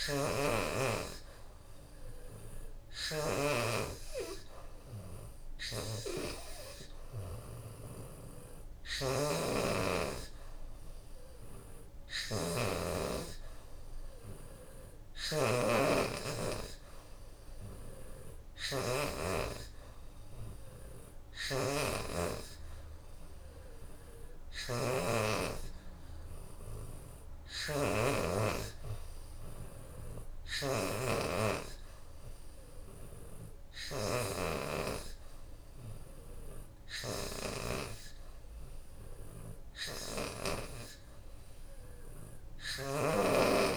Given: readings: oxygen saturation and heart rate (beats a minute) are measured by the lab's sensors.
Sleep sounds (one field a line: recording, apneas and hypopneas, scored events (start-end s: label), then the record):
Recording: breathing in sleep by a room microphone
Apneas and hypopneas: none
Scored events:
none scored
From the record:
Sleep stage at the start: N3 (deep sleep)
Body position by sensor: on the back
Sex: female